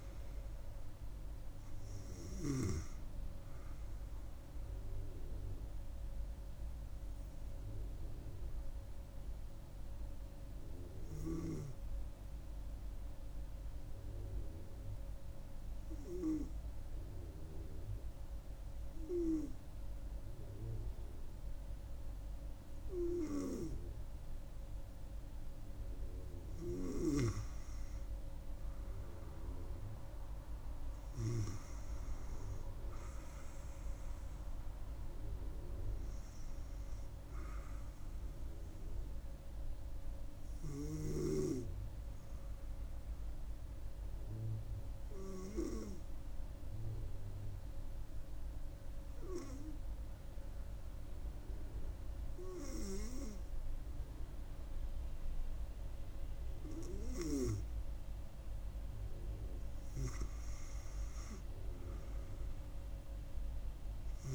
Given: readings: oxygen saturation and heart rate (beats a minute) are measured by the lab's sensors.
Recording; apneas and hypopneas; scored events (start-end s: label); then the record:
breathing in sleep by a room microphone; 2
0.00-14.50 s: oxygen desaturation (device-marked, oxygen 92% lowest)
8.00-24.00 s: hypopnea (oxygen 96% before, 92% lowest)
26.50-42.50 s: oxygen desaturation (device-marked, oxygen 97% before, 92% lowest)
27.50-30.50 s: arousal
43.00-57.50 s: hypopnea (oxygen 97% before, 91% lowest)
61.00-64.35 s: arousal
From the record:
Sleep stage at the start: N2 (light sleep); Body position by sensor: on the right side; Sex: female